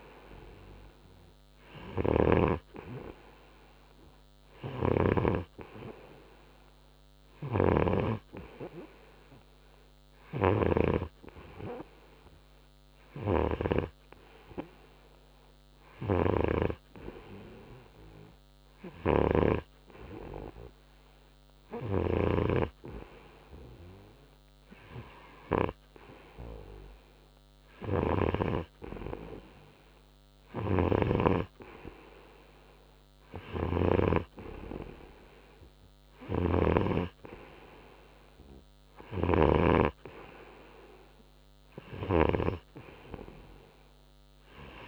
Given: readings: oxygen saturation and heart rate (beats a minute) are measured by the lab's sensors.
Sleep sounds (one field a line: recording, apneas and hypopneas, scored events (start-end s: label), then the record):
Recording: breathing in sleep by a microphone on the trachea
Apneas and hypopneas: none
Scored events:
0.00-2.50 s: snoring (device-marked)
36.50-40.00 s: snoring (device-marked)
From the record:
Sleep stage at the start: N3 (deep sleep)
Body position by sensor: on the right side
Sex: male